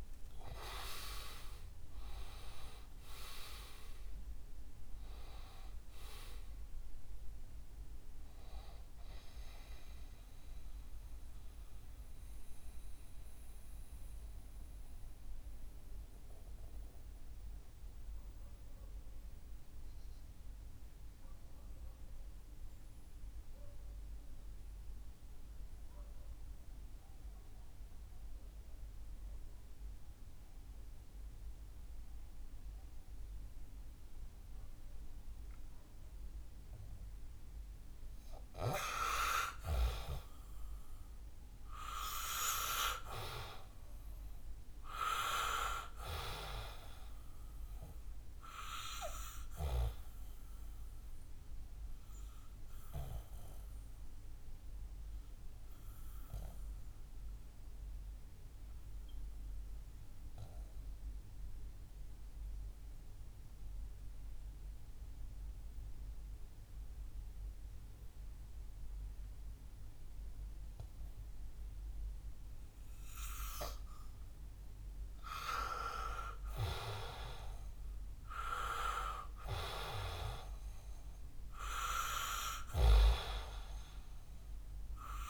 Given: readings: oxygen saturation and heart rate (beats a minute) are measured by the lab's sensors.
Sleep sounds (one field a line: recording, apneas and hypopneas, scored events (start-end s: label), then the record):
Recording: breathing in sleep by a room microphone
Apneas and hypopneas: 2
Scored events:
0.00-25.00 s: oxygen desaturation (device-marked, oxygen 88% lowest, heart rate 61 extreme)
11.00-38.50 s: mixed apnea (oxygen 97% before, 88% lowest, heart rate 75 before, 60 extreme, up 3 after)
39.00-66.00 s: oxygen desaturation (device-marked, oxygen 99% before, 91% lowest, heart rate 64 before, 60 extreme)
39.50-44.00 s: arousal
49.50-74.50 s: obstructive apnea (oxygen 100% before, 91% lowest, heart rate 65 before, 60 extreme, up 5 after)
76.00-84.00 s: oxygen desaturation (device-marked, oxygen 97% before, 94% lowest, heart rate 62 before, 61 extreme)
76.50-81.50 s: arousal
From the record:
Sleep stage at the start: N2 (light sleep)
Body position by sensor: on the back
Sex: male